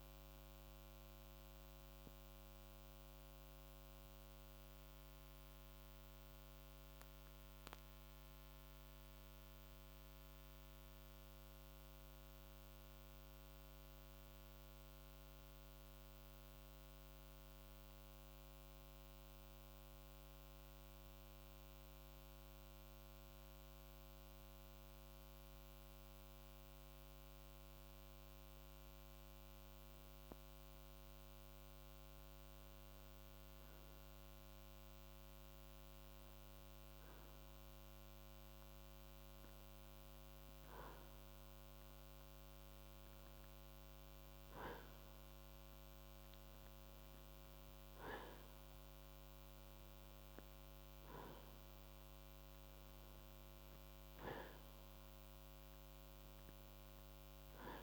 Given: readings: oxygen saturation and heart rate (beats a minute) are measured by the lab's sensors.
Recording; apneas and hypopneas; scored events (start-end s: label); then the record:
breathing in sleep, hard to hear, by a microphone on the trachea; 1
4.50-26.00 s: central apnea (oxygen 93% before, 90% lowest, heart rate 55 before, 53 extreme, up 1 after)
29.00-33.50 s: arousal
38.00-50.00 s: oxygen desaturation (device-marked, oxygen 96% before, 92% lowest, heart rate 54 before, 53 extreme)
From the record:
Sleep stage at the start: N2 (light sleep); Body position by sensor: on the right side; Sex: male